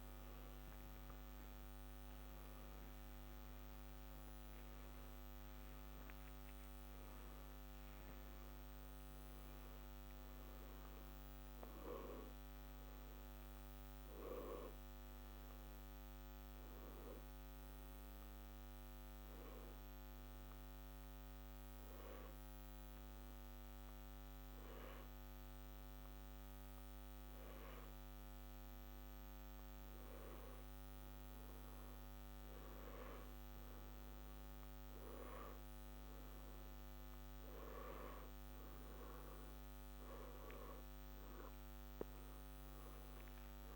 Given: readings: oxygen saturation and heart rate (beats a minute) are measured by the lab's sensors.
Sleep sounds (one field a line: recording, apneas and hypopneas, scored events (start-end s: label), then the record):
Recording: breathing in sleep, hard to hear, by a microphone on the trachea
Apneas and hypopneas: 1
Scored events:
18.50-32.00 s: hypopnea (oxygen 94% before, 89% lowest, heart rate 64 before, 63 extreme, up 1 after)
From the record:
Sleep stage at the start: N1 (lightest sleep)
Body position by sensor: on the back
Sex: male